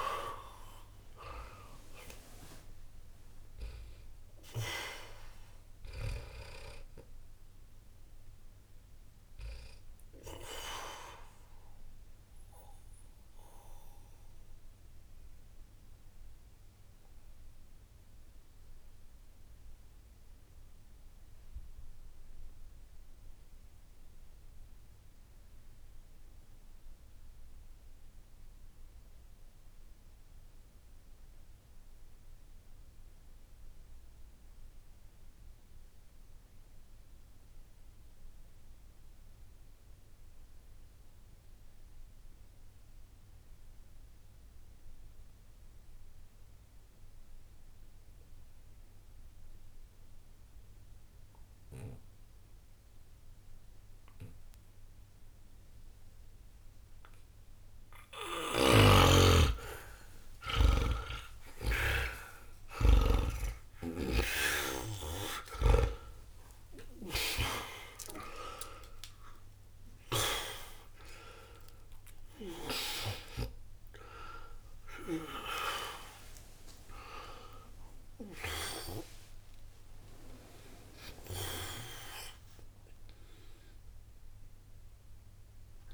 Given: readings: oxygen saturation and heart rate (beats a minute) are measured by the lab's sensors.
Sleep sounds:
breathing in sleep by a room microphone; 1
0.00-38.00 s: oxygen desaturation (device-marked, oxygen 77% lowest, heart rate 59 extreme)
11.00-57.50 s: obstructive apnea (oxygen 96% before, 77% lowest, heart rate 60 before, 59 extreme)
54.00-80.00 s: oxygen desaturation (device-marked, oxygen 98% before, 85% lowest, heart rate 61 before, 60 extreme)
58.50-62.00 s: snoring (device-marked)
59.50-63.00 s: arousal
80.50-84.00 s: arousal
From the record:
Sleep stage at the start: N2 (light sleep); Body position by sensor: on the back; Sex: male

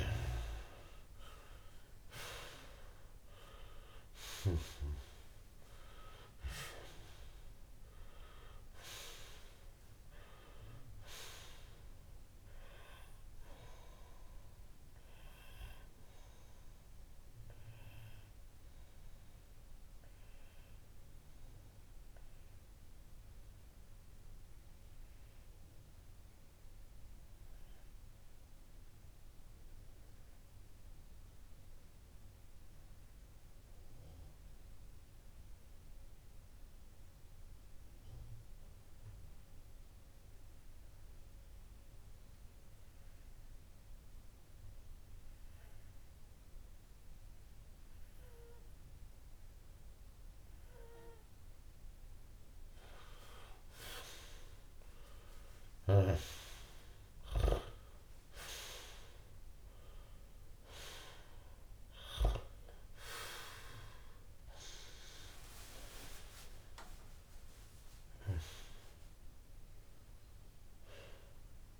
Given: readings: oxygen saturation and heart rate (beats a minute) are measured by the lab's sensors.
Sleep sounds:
breathing in sleep by a room microphone; 1
0.00-2.00 s: arousal
0.00-7.50 s: oxygen desaturation (device-marked, oxygen 92% lowest)
18.00-52.50 s: obstructive apnea (oxygen 96% before, 93% lowest)
48.50-71.50 s: oxygen desaturation (device-marked, oxygen 99% before, 93% lowest)
54.50-58.00 s: arousal
From the record:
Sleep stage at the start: N2 (light sleep); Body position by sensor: on the left side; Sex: male

